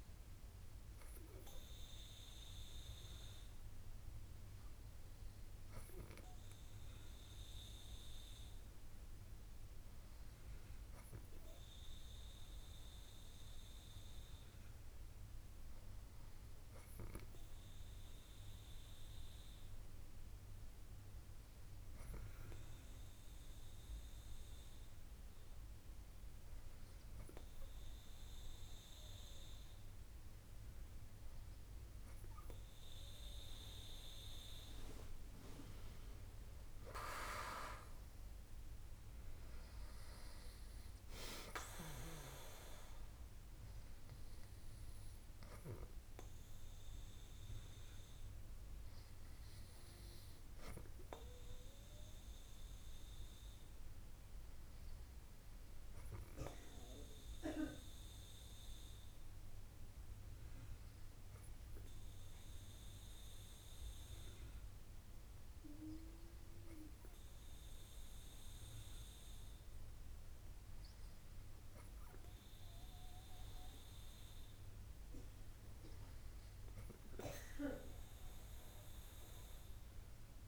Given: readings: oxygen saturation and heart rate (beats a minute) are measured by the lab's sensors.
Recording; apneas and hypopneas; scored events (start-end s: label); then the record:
breathing in sleep by a room microphone; 1
37.00-40.50 s: arousal
55.50-76.00 s: hypopnea (oxygen 97% before, 96% lowest, heart rate 67 before, 65 extreme, up 3 after)
From the record:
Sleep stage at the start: N2 (light sleep); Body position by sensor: on the back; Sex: female